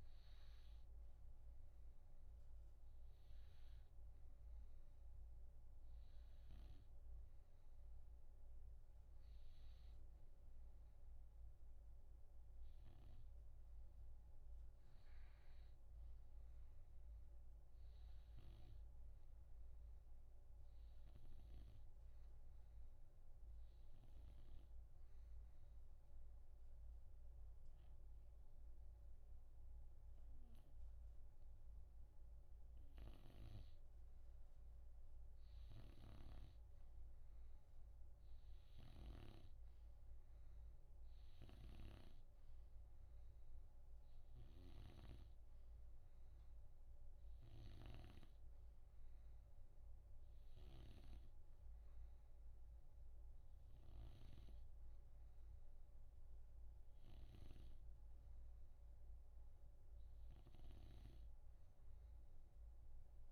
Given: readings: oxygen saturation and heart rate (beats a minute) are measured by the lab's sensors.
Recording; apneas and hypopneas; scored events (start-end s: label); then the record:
breathing in sleep by a room microphone; 1
17.50-32.50 s: obstructive apnea (oxygen 95% before, 91% lowest, heart rate 66 before, 63 extreme, up 3 after)
33.00-54.50 s: snoring (device-marked)
35.50-40.00 s: arousal
From the record:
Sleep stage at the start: N2 (light sleep); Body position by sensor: on the right side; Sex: male